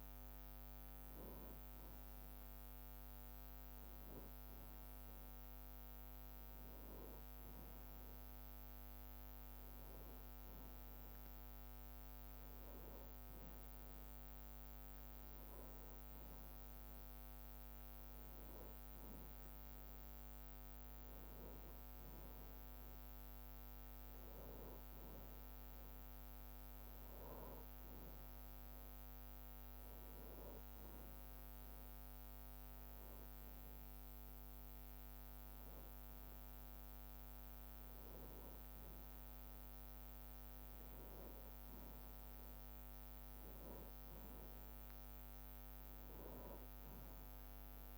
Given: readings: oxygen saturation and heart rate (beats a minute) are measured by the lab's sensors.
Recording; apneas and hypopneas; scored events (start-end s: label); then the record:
a person awake in a sleep study, hard to hear, by a microphone on the trachea; none
46.00-47.98 s: long interval between heartbeats (device-marked, heart rate 61 before, 66 extreme)
From the record:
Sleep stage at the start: awake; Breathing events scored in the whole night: 305 in 3.8 hours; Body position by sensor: on the back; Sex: male